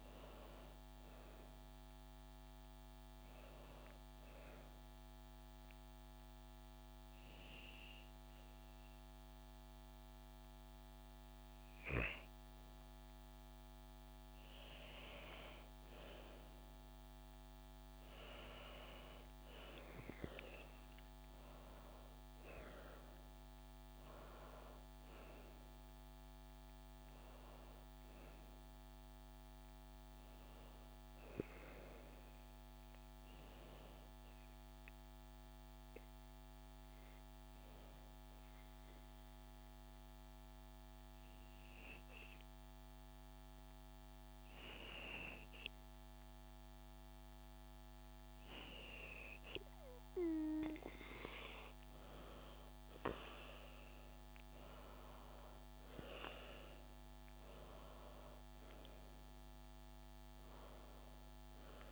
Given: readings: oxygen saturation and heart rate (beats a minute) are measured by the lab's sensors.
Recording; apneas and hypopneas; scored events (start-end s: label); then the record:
breathing in sleep by a microphone on the trachea; 1
36.50-49.50 s: hypopnea (oxygen 97% before, 94% lowest, heart rate 75 before, 64 extreme, up 13 after)
51.50-54.50 s: arousal
From the record:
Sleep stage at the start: N2 (light sleep); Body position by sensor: on the back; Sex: female